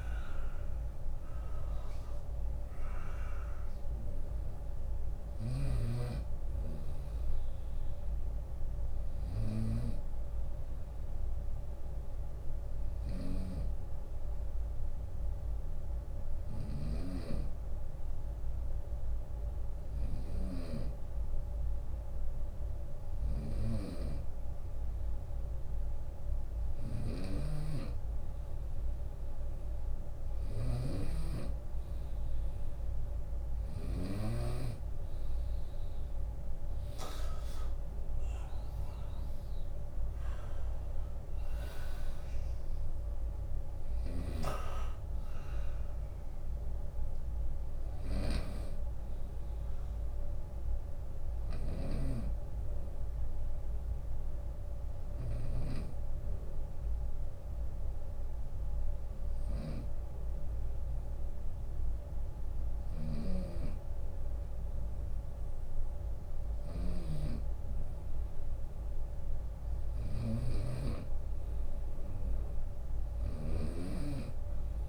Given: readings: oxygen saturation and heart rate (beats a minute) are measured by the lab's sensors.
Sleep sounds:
breathing in sleep by a room microphone; 2
0.00-7.50 s: drop in pulse transit time (device-marked, heart rate 76 extreme)
3.50-7.50 s: arousal
5.50-20.00 s: snoring (device-marked)
12.00-25.50 s: hypopnea (oxygen 99% before, 95% lowest, heart rate 77 before, 72 extreme, up 8 after)
22.00-33.00 s: snoring (device-marked)
27.50-31.50 s: arousal
32.50-46.50 s: drop in pulse transit time (device-marked, heart rate 74 before, 73 extreme)
35.50-49.50 s: oxygen desaturation (device-marked, oxygen 99% before, 95% lowest, heart rate 75 before, 57 extreme)
43.00-54.50 s: snoring (device-marked)
53.00-64.00 s: hypopnea (oxygen 99% before, 95% lowest, heart rate 74 before, 57 extreme, up 1 after)
53.50-55.50 s: long interval between heartbeats (device-marked, heart rate 73 before, 68 extreme)
62.00-74.89 s: snoring (device-marked)
62.50-64.50 s: long interval between heartbeats (device-marked, heart rate 71 before, 64 extreme)
63.50-67.50 s: bradycardia (device-marked, heart rate 74 before, 58 extreme)
64.50-66.50 s: long interval between heartbeats (device-marked, heart rate 70 before, 60 extreme)
67.00-70.50 s: arousal
71.00-73.00 s: long interval between heartbeats (device-marked, heart rate 66 before, 64 extreme)
From the record:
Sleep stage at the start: N2 (light sleep); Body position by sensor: on the right side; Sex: male

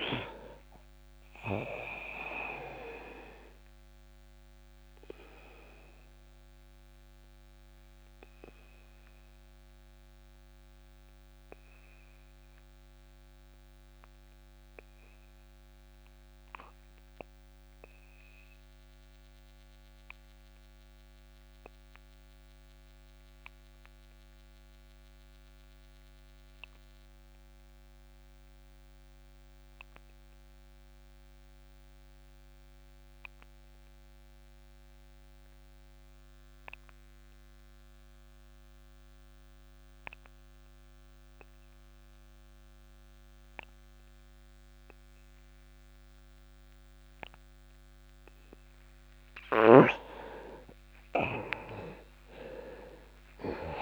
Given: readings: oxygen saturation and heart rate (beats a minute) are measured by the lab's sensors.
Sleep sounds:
breathing in sleep by a microphone on the trachea; 1
0.00-19.00 s: oxygen desaturation (device-marked, oxygen 84% lowest)
2.00-47.50 s: obstructive apnea (oxygen 98% before, 84% lowest)
41.00-53.82 s: oxygen desaturation (device-marked, oxygen 99% before, 85% lowest)
49.50-53.50 s: arousal
From the record:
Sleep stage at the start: REM sleep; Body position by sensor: on the back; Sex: male

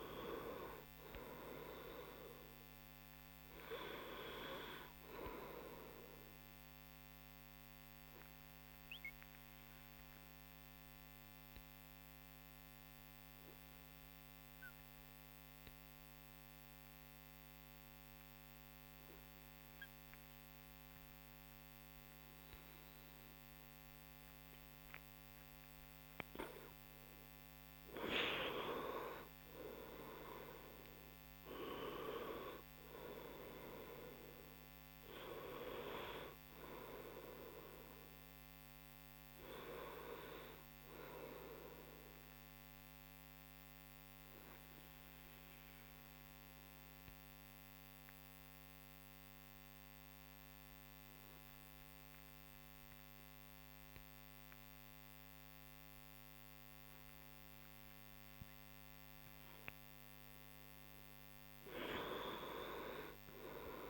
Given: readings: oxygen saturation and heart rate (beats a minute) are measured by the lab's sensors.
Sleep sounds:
breathing in sleep by a microphone on the trachea; 2
0.00-1.50 s: arousal
6.50-26.00 s: obstructive apnea (oxygen 99% before, 93% lowest)
28.00-32.50 s: arousal
42.50-59.50 s: obstructive apnea (oxygen 98% before, 93% lowest)
49.00-59.00 s: oxygen desaturation (device-marked, oxygen 97% before, 93% lowest)
61.00-63.90 s: arousal
From the record:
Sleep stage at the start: N2 (light sleep); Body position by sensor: on the front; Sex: male

